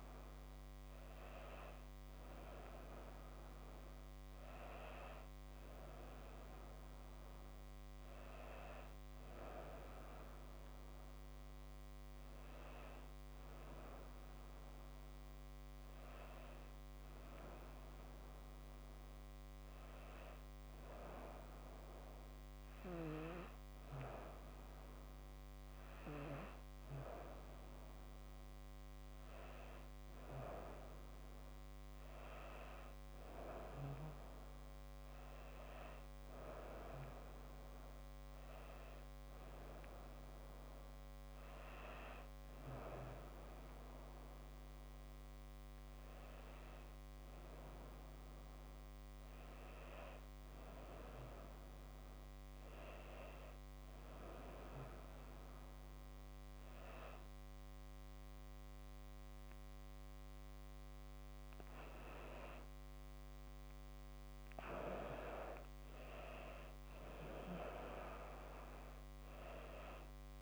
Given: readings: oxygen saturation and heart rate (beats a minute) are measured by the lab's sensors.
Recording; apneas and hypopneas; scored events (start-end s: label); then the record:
a person awake in a sleep study, by a microphone on the trachea; none
none scored
From the record:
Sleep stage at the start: awake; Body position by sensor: on the back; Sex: female